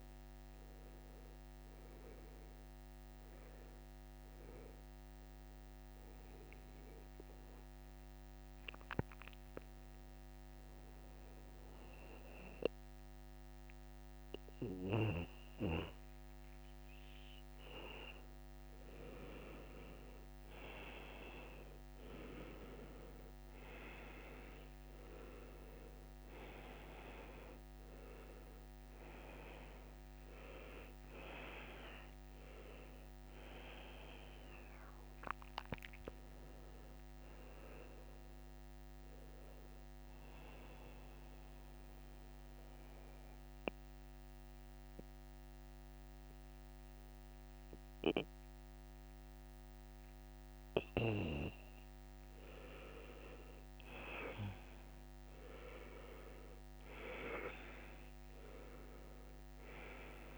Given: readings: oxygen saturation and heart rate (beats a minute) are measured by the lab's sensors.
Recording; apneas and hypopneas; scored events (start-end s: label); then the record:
breathing in sleep by a microphone on the trachea; 2
7.00-18.50 s: hypopnea (oxygen 98% before, 90% lowest, heart rate 89 before, 71 extreme, up 0 after)
23.50-29.00 s: arousal
27.00-58.00 s: oxygen desaturation (device-marked, oxygen 98% before, 91% lowest, heart rate 76 before, 71 extreme)
41.50-51.50 s: mixed apnea (oxygen 98% before, 90% lowest, heart rate 76 before, 71 extreme, up 1 after)
57.50-60.38 s: arousal
From the record:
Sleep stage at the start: N1 (lightest sleep); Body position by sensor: on the back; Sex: male